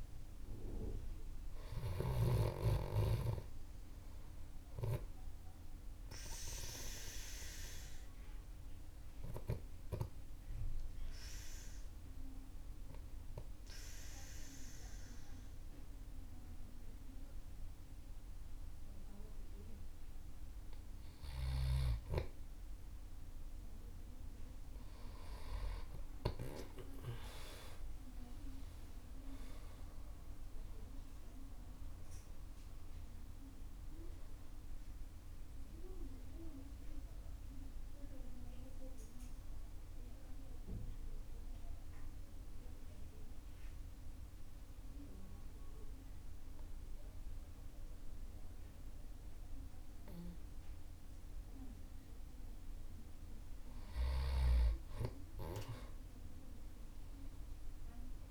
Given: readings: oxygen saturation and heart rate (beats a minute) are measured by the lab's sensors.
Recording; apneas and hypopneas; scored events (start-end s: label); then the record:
breathing in sleep by a room microphone; 2
0.00-1.00 s: arousal
0.00-2.00 s: oxygen desaturation (device-marked, oxygen 94% lowest, heart rate 49 extreme)
7.50-20.00 s: obstructive apnea (oxygen 98% before, 95% lowest, heart rate 56 before, 51 extreme, up 28 after)
27.50-33.50 s: arousal
41.50-52.50 s: mixed apnea (oxygen 98% before, 95% lowest, heart rate 68 before, 48 extreme, up 17 after)
56.50-58.31 s: arousal
From the record:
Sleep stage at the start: N2 (light sleep); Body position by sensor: on the back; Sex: male